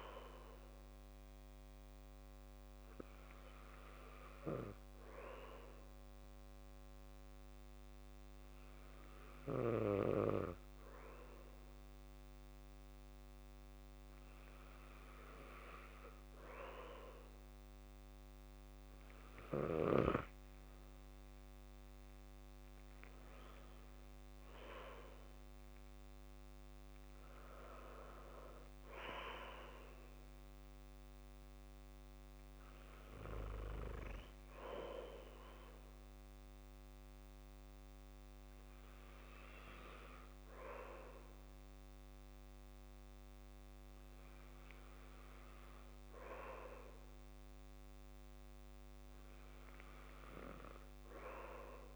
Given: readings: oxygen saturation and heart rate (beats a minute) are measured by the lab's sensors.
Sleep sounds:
breathing in sleep by a microphone on the trachea; none
none scored
From the record:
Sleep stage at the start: N2 (light sleep); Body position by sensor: on the back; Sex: male

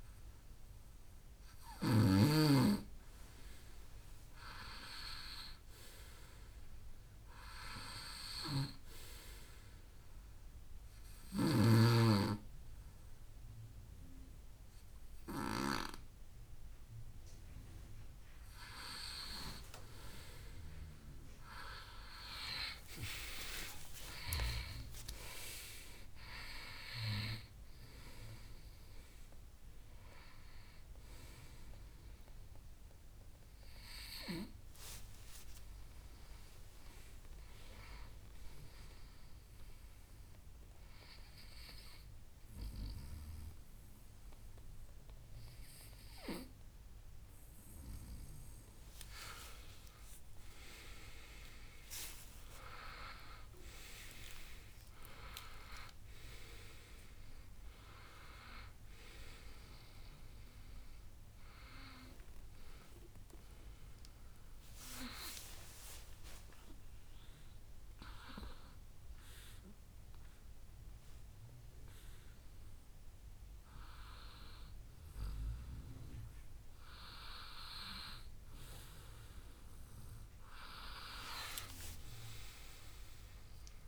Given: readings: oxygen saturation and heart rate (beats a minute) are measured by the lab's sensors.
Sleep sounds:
breathing in sleep by a room microphone; 1
0.00-2.50 s: snoring (device-marked)
10.00-20.00 s: hypopnea (oxygen 97% before, 93% lowest, heart rate 76 before, 72 extreme, up 10 after)
10.50-22.50 s: oxygen desaturation (device-marked, oxygen 96% before, 93% lowest, heart rate 76 before, 69 extreme)
22.50-25.50 s: arousal
47.50-49.50 s: long interval between heartbeats (device-marked, heart rate 76 before, 68 extreme)
50.00-54.00 s: arousal
From the record:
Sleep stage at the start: N2 (light sleep); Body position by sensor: on the right side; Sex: male

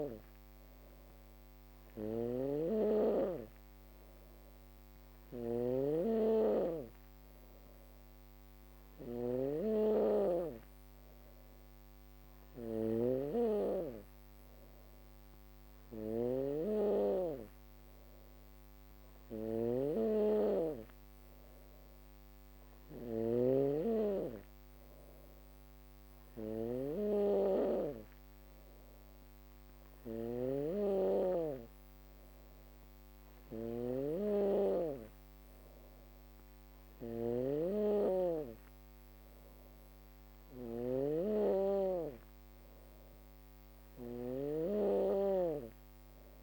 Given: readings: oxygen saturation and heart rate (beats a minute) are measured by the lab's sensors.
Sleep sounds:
breathing in sleep by a microphone on the trachea; none
0.00-46.43 s: snoring (device-marked)
10.00-24.00 s: drop in pulse transit time (device-marked, heart rate 63 before, 61 extreme)
From the record:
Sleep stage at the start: N2 (light sleep); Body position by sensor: on the back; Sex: female

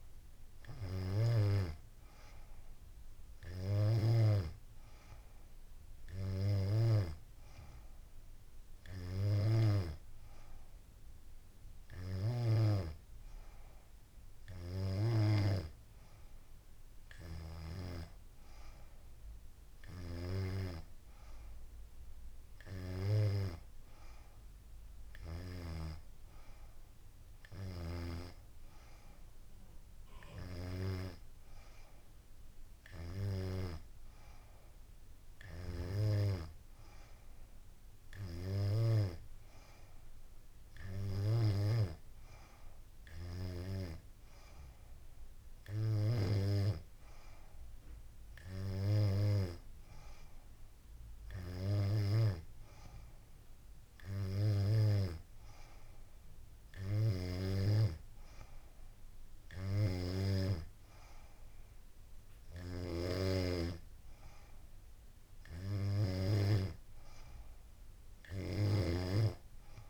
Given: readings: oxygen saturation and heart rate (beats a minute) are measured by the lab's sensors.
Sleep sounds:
breathing in sleep by a room microphone; none
none scored
From the record:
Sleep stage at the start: N3 (deep sleep); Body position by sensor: on the back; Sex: female

